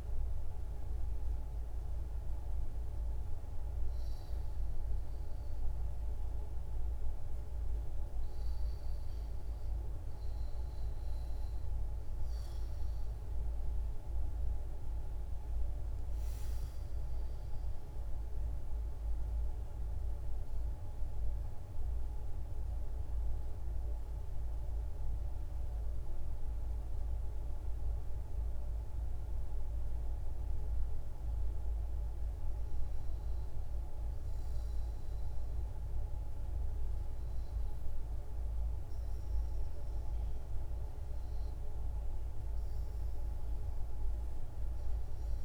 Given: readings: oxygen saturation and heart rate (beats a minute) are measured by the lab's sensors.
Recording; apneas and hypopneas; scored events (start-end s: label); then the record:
breathing in sleep, hard to hear, by a room microphone; 1
6.00-10.00 s: arousal
17.50-31.00 s: obstructive apnea (oxygen 97% before, 90% lowest, heart rate 62 before, 58 extreme, up 5 after)
36.00-40.00 s: arousal
From the record:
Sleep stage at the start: REM sleep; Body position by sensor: on the back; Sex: female